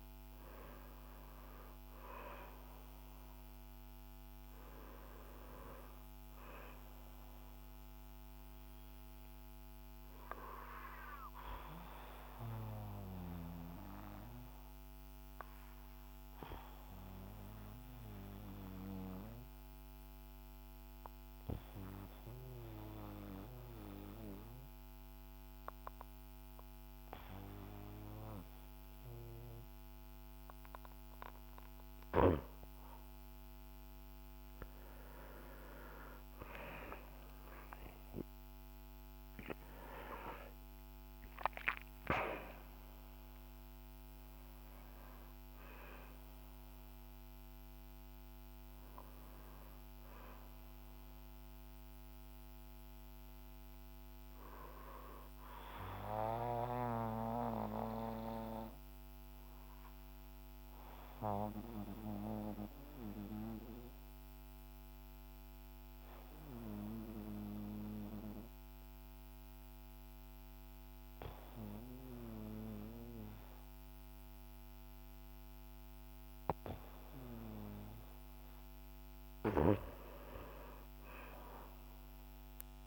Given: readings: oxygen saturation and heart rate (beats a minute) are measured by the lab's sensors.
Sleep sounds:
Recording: breathing in sleep by a microphone on the trachea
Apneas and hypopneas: 2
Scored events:
0.00-29.00 s: oxygen desaturation (device-marked, oxygen 89% lowest, heart rate 48 extreme)
11.50-32.00 s: obstructive apnea (oxygen 97% before, 89% lowest, heart rate 59 before, 48 extreme, up 11 after)
37.00-41.50 s: arousal
53.00-78.50 s: obstructive apnea (oxygen 96% before, 90% lowest, heart rate 59 before, 49 extreme, up 10 after)
60.00-70.00 s: oxygen desaturation (device-marked, oxygen 94% before, 91% lowest, heart rate 57 before, 51 extreme)
80.50-82.87 s: arousal
From the record:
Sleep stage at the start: N2 (light sleep)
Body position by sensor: on the back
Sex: male

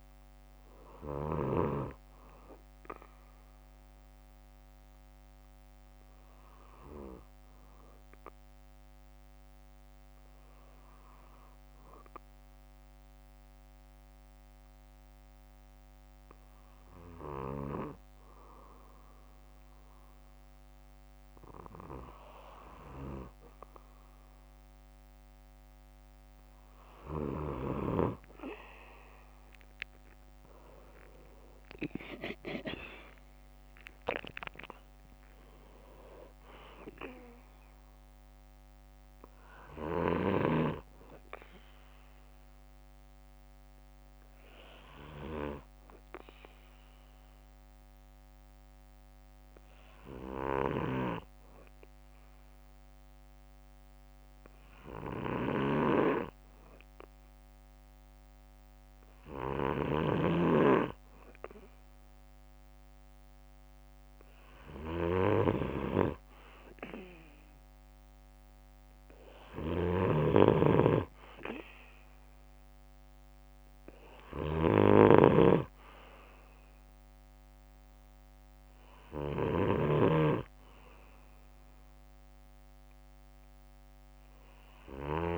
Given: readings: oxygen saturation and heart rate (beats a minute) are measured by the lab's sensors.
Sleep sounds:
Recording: breathing in sleep by a microphone on the trachea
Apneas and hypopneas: 2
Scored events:
2.00-4.00 s: bradycardia (device-marked, heart rate 63 before, 59 extreme)
5.00-20.00 s: obstructive apnea (oxygen 97% before, 94% lowest, heart rate 63 before, 57 extreme, up 10 after)
30.00-34.50 s: arousal
42.00-59.00 s: hypopnea (oxygen 96% before, 94% lowest, heart rate 65 before, 54 extreme, up 7 after)
44.00-51.00 s: bradycardia (device-marked, heart rate 64 before, 54 extreme)
63.00-67.00 s: arousal
69.50-80.00 s: snoring (device-marked)
From the record:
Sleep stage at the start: N2 (light sleep)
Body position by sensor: on the back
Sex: male

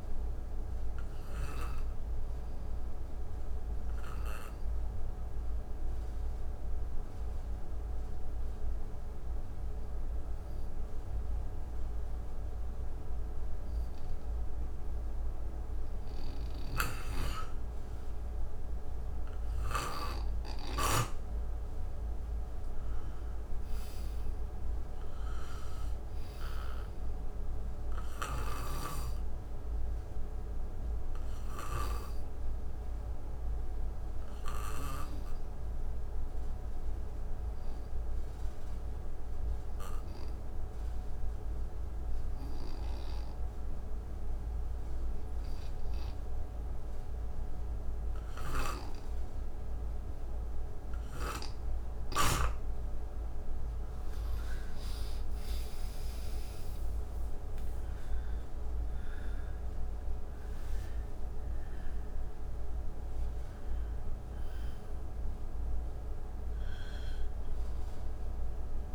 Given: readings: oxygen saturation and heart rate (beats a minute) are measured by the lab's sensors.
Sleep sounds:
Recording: breathing in sleep by a room microphone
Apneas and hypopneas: 2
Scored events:
0.00-12.50 s: oxygen desaturation (device-marked, oxygen 88% lowest, heart rate 65 extreme)
4.00-17.50 s: obstructive apnea (oxygen 98% before, 86% lowest, heart rate 64 before, 64 extreme, up 5 after)
20.50-40.50 s: oxygen desaturation (device-marked, oxygen 96% before, 89% lowest, heart rate 68 before, 64 extreme)
21.50-25.50 s: arousal
33.00-52.50 s: obstructive apnea (oxygen 96% before, 86% lowest, heart rate 69 before, 57 extreme, up 30 after)
53.50-68.95 s: oxygen desaturation (device-marked, oxygen 95% before, 86% lowest, heart rate 67 before, 57 extreme)
54.00-60.00 s: arousal
From the record:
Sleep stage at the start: N2 (light sleep)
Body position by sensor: on the right side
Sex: male

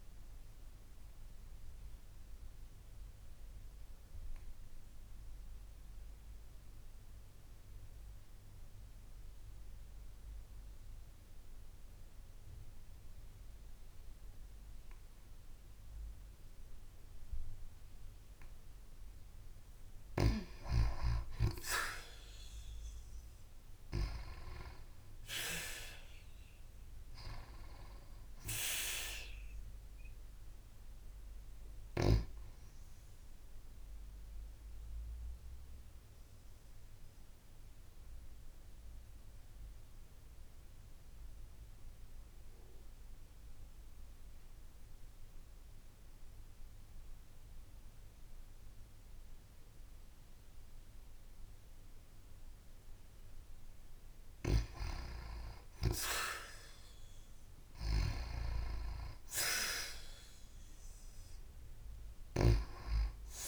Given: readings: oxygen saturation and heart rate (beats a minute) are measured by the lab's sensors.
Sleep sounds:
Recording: breathing in sleep by a room microphone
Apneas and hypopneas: 2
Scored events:
0.00-20.00 s: oxygen desaturation (device-marked, oxygen 85% lowest)
1.50-19.00 s: obstructive apnea (oxygen 96% before, 85% lowest)
21.50-24.50 s: arousal
26.00-36.00 s: oxygen desaturation (device-marked, oxygen 95% before, 90% lowest, heart rate 53 before, 30 extreme)
34.00-52.50 s: obstructive apnea (oxygen 95% before, 87% lowest, heart rate 42 before, 51 extreme, up 6 after)
55.00-57.50 s: arousal
56.00-63.48 s: oxygen desaturation (device-marked, oxygen 95% before, 87% lowest, heart rate 54 before, 54 extreme)
From the record:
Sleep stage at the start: N2 (light sleep)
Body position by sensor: on the back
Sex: female

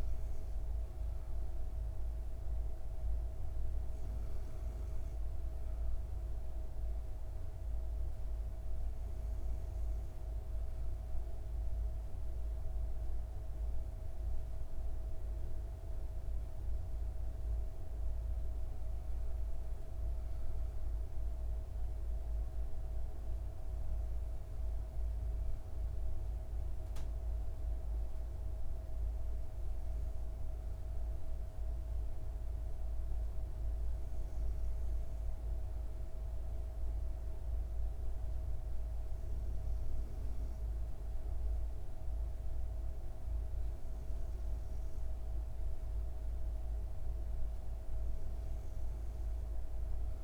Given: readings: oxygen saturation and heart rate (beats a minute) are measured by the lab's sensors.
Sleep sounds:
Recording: breathing in sleep, hard to hear, by a room microphone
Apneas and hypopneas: none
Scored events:
none scored
From the record:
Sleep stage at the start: N2 (light sleep)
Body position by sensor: on the back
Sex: female

